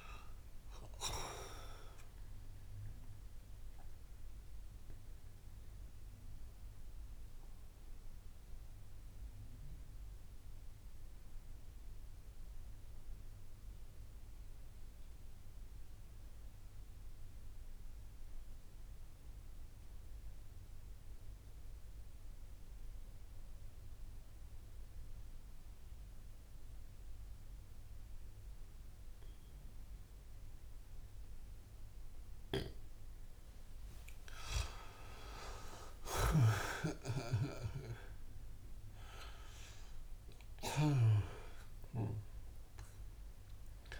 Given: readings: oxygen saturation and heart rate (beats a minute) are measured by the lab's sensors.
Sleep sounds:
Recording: breathing in sleep by a room microphone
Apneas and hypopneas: 1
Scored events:
0.00-18.50 s: oxygen desaturation (device-marked, oxygen 92% lowest)
5.00-33.00 s: obstructive apnea (oxygen 97% before, 91% lowest)
33.50-44.00 s: oxygen desaturation (device-marked, oxygen 96% before, 91% lowest)
34.00-39.50 s: arousal
36.00-41.00 s: snoring (device-marked)
From the record:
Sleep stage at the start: N2 (light sleep)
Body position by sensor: on the back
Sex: male

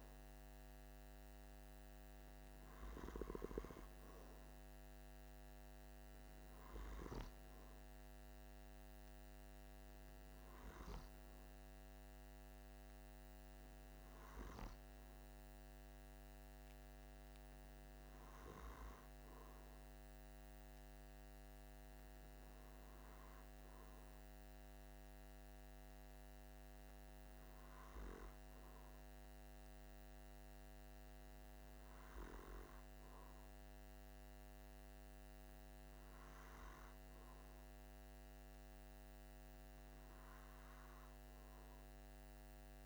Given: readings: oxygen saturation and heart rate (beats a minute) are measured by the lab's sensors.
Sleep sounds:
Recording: breathing in sleep, hard to hear, by a microphone on the trachea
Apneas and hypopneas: none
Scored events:
none scored
From the record:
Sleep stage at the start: N2 (light sleep)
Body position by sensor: on the back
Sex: male

